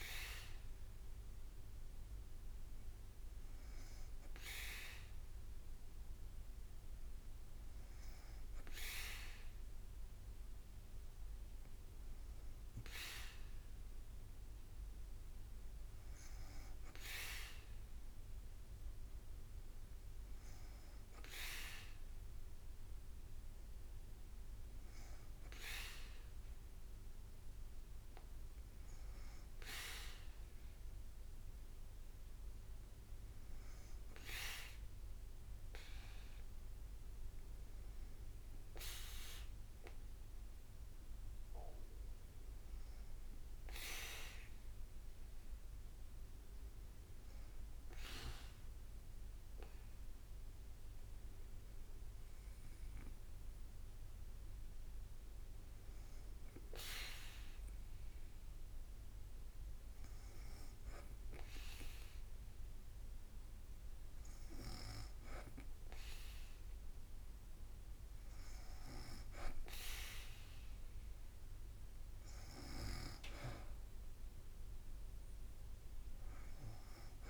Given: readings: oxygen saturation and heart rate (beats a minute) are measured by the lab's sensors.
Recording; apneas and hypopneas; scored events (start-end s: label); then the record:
breathing in sleep by a room microphone; 1
48.50-61.00 s: hypopnea (oxygen 96% before, 94% lowest, heart rate 55 before, 52 extreme)
51.00-62.00 s: drop in pulse transit time (device-marked, heart rate 55 before, 53 extreme)
67.00-72.50 s: arousal
From the record:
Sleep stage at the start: N2 (light sleep); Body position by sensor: on the back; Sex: female